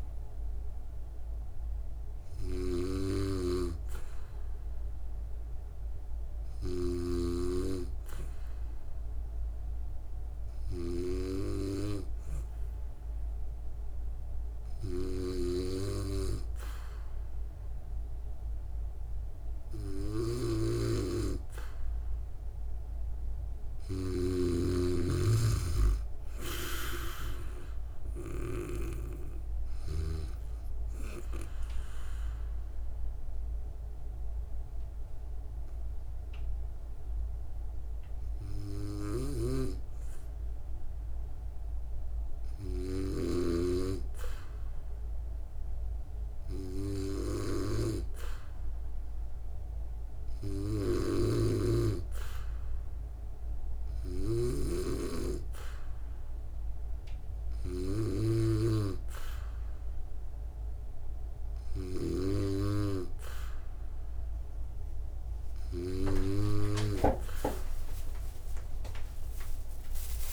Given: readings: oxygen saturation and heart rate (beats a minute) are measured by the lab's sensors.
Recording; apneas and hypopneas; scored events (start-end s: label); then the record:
breathing in sleep by a room microphone; 2
0.00-7.50 s: snoring (device-marked)
9.50-23.00 s: hypopnea (oxygen 96% before, 93% lowest, heart rate 65 before, 65 extreme, up 5 after)
25.00-28.00 s: arousal
33.50-55.00 s: hypopnea (oxygen 95% before, 92% lowest, heart rate 67 before, 65 extreme, up 3 after)
51.00-58.50 s: snoring (device-marked)
From the record:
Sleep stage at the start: N2 (light sleep); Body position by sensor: on the back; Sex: female